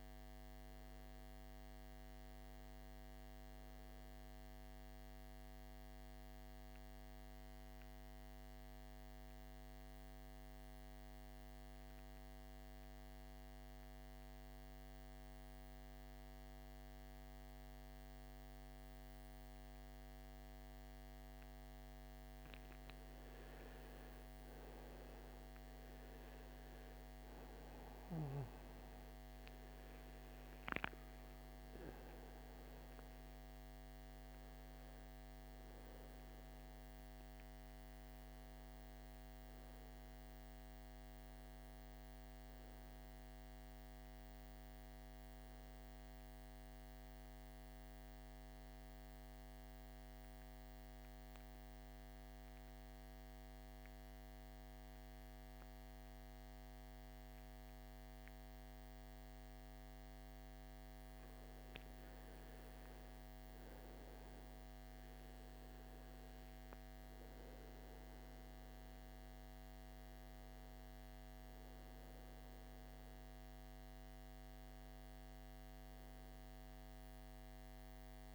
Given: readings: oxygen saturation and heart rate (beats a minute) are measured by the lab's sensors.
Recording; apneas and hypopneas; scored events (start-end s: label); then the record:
breathing in sleep, hard to hear, by a microphone on the trachea; 2
0.00-1.50 s: arousal
5.00-21.00 s: mixed apnea (oxygen 99% before, 88% lowest, heart rate 59 before, 56 extreme, up 18 after)
6.50-78.35 s: new sleep stage, N2 (light sleep)
17.50-48.50 s: oxygen desaturation (device-marked, oxygen 97% before, 88% lowest, heart rate 58 before, 53 extreme)
24.00-29.00 s: arousal
48.00-60.50 s: central apnea (oxygen 97% before, 89% lowest, heart rate 74 before, 53 extreme, up 12 after)
66.50-71.50 s: arousal
66.50-78.35 s: oxygen desaturation (device-marked, oxygen 98% before, 89% lowest, heart rate 57 before, 53 extreme)
From the record:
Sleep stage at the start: N1 (lightest sleep); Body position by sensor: on the back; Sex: male